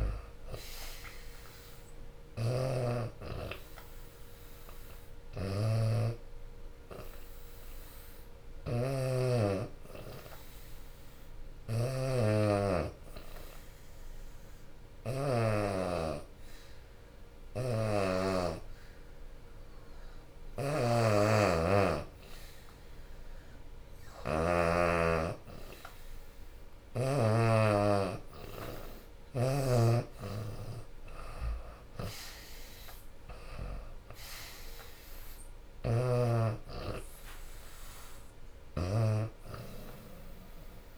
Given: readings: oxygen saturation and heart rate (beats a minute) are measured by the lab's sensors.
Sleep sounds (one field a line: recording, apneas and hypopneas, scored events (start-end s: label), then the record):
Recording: breathing in sleep by a room microphone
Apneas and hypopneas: 1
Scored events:
0.00-5.00 s: drop in pulse transit time (device-marked, heart rate 81 extreme)
0.00-11.00 s: oxygen desaturation (device-marked, oxygen 84% lowest, heart rate 72 extreme)
8.00-27.50 s: hypopnea (oxygen 92% before, 82% lowest, heart rate 82 before, 68 extreme, up 17 after)
22.00-40.98 s: oxygen desaturation (device-marked, oxygen 91% before, 84% lowest, heart rate 80 before, 63 extreme)
30.00-40.98 s: drop in pulse transit time (device-marked, heart rate 78 before, 77 extreme)
31.00-36.00 s: arousal
From the record:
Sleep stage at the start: N2 (light sleep)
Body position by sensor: on the back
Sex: female